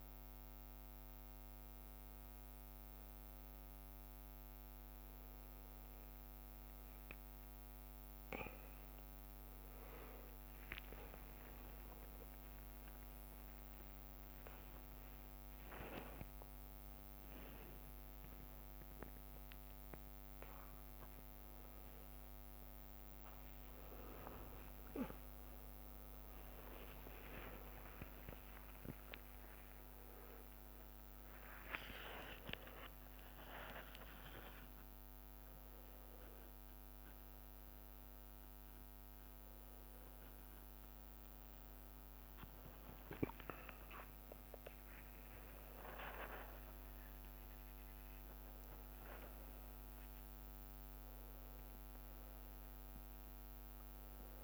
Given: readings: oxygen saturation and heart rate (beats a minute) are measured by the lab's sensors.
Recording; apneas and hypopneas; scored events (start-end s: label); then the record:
a person awake in a sleep study, by a microphone on the trachea; none
0.00-18.00 s: drop in pulse transit time (device-marked, heart rate 61 extreme)
11.50-13.50 s: long interval between heartbeats (device-marked, heart rate 61 before, 73 extreme)
18.00-20.00 s: long interval between heartbeats (device-marked, heart rate 65 before, 74 extreme)
24.50-26.50 s: long interval between heartbeats (device-marked, heart rate 69 before, 78 extreme)
27.00-29.00 s: long interval between heartbeats (device-marked, heart rate 73 before, 93 extreme)
27.00-36.00 s: tachycardia (device-marked, heart rate 62 before, 140 extreme)
31.50-33.50 s: long interval between heartbeats (device-marked, heart rate 79 before, 114 extreme)
35.00-37.00 s: long interval between heartbeats (device-marked, heart rate 90 before, 132 extreme)
42.00-44.00 s: long interval between heartbeats (device-marked, heart rate 102 before, 84 extreme)
45.00-54.43 s: drop in pulse transit time (device-marked, heart rate 104 before, 69 extreme)
From the record:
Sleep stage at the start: awake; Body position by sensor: on the back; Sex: male